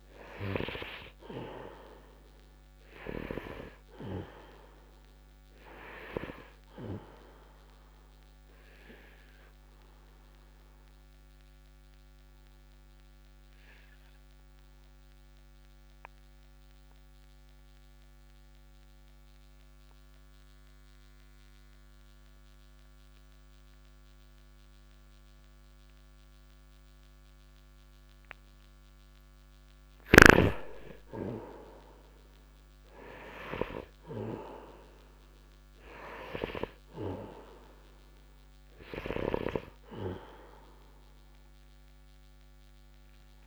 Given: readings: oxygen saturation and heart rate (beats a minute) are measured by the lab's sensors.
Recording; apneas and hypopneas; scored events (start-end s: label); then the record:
breathing in sleep by a microphone on the trachea; 1
0.00-23.00 s: oxygen desaturation (device-marked, oxygen 77% lowest, heart rate 60 extreme)
9.00-29.50 s: obstructive apnea (oxygen 97% before, 77% lowest, heart rate 62 before, 64 extreme, up 0 after)
31.00-35.50 s: arousal
32.00-43.47 s: oxygen desaturation (device-marked, oxygen 98% before, 85% lowest, heart rate 69 before, 58 extreme)
From the record:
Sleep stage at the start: N2 (light sleep); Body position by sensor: upright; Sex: male